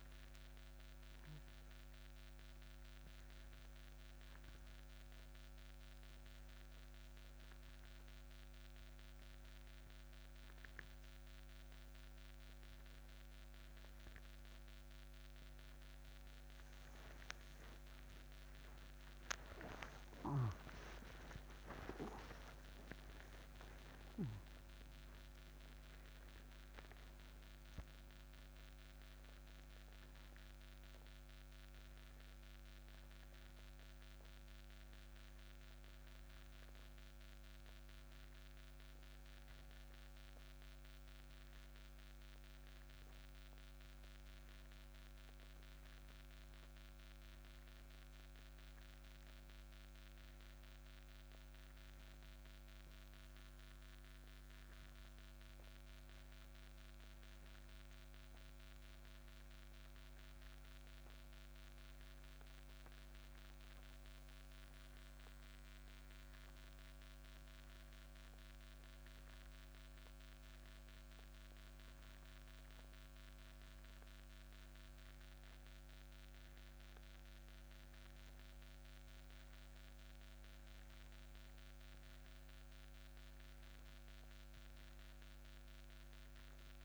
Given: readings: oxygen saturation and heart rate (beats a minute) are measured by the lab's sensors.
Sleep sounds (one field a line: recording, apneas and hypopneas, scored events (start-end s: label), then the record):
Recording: a person awake in a sleep study, hard to hear, by a microphone on the trachea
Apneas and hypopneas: none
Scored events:
3.00-34.00 s: oxygen desaturation (device-marked, oxygen 93% before, 84% lowest, heart rate 66 before, 64 extreme)
52.00-86.85 s: new sleep stage, N1 (lightest sleep)
From the record:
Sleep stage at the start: awake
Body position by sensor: on the back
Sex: male